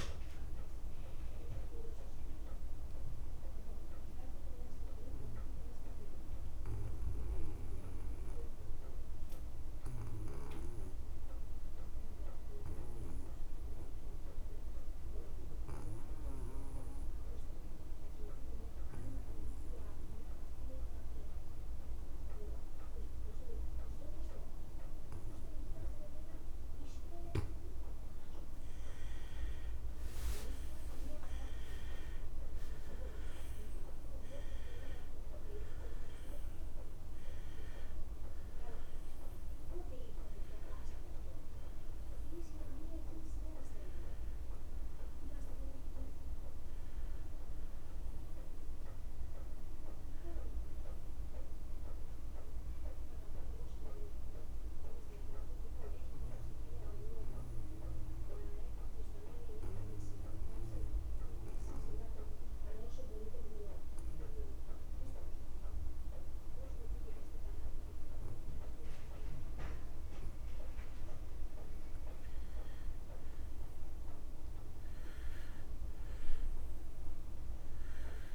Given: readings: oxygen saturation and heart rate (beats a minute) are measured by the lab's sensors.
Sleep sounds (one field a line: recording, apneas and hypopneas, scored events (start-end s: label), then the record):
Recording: breathing in sleep by a room microphone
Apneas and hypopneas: 2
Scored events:
0.00-18.00 s: oxygen desaturation (device-marked, oxygen 90% lowest)
4.00-27.50 s: obstructive apnea (oxygen 99% before, 84% lowest)
28.00-65.00 s: oxygen desaturation (device-marked, oxygen 97% before, 84% lowest)
28.50-32.50 s: arousal
53.50-71.00 s: obstructive apnea (oxygen 97% before, 84% lowest)
73.50-77.00 s: arousal
From the record:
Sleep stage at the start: N2 (light sleep)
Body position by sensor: on the back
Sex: male